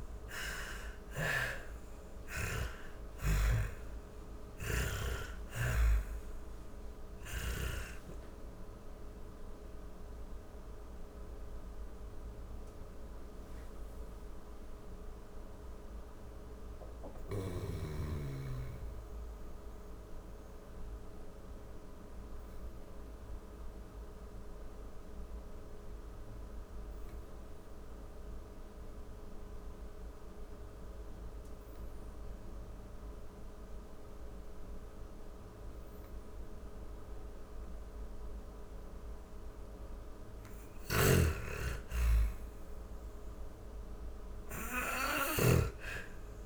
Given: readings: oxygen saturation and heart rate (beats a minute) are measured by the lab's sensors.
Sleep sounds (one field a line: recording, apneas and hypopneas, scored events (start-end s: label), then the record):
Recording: breathing in sleep by a room microphone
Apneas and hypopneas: 1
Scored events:
0.00-27.00 s: oxygen desaturation (device-marked, oxygen 75% lowest, heart rate 42 extreme)
6.00-11.00 s: arousal
23.00-36.50 s: obstructive apnea (oxygen 90% before, 82% lowest, heart rate 67 before, 43 extreme, up 13 after)
39.00-44.00 s: snoring (device-marked)
39.50-45.00 s: arousal
42.00-46.46 s: oxygen desaturation (device-marked, oxygen 99% before, 88% lowest, heart rate 49 before, 42 extreme)
From the record:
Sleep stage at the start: N2 (light sleep)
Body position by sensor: on the back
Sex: female